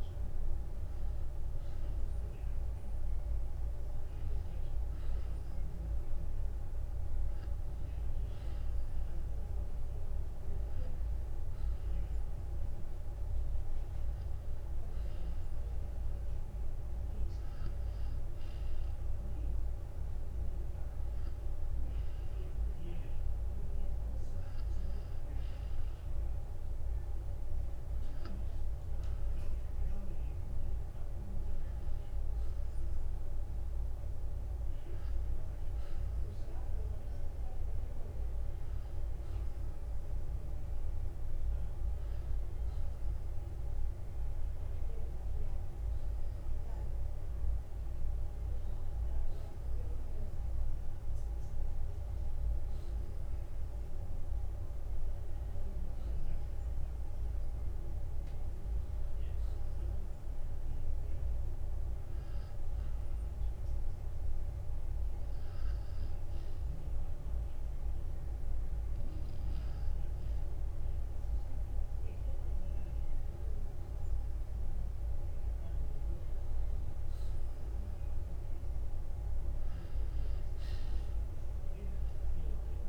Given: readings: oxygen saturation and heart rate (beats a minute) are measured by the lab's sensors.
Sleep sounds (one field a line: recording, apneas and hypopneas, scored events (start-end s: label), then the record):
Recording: breathing in sleep, hard to hear, by a room microphone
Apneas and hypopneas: none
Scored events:
none scored
From the record:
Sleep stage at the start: N2 (light sleep)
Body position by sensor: on the back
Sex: male